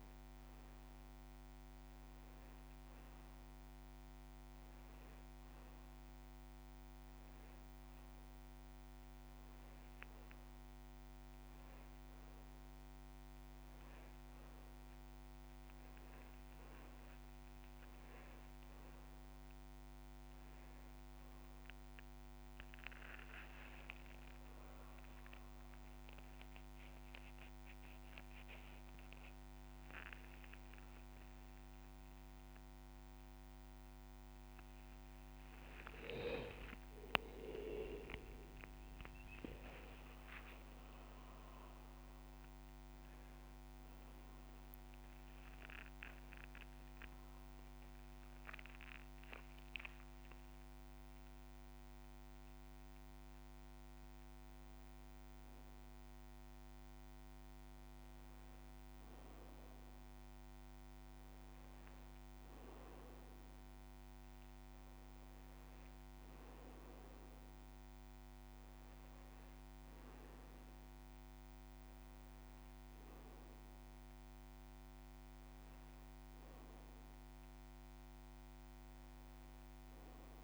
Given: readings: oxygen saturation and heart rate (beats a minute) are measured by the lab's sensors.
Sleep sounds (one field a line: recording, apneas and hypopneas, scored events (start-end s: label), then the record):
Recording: breathing in sleep by a microphone on the trachea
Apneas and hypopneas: 1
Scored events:
6.50-10.50 s: arousal
23.00-25.00 s: long interval between heartbeats (device-marked)
36.50-41.50 s: arousal
40.00-42.00 s: long interval between heartbeats (device-marked)
46.00-56.00 s: obstructive apnea
47.50 s: drop in pulse transit time (device-marked)
52.50-54.50 s: long interval between heartbeats (device-marked)
63.00-65.00 s: long interval between heartbeats (device-marked)
66.50-80.44 s: new sleep stage, awake
From the record:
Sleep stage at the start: N2 (light sleep)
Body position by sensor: on the back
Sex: male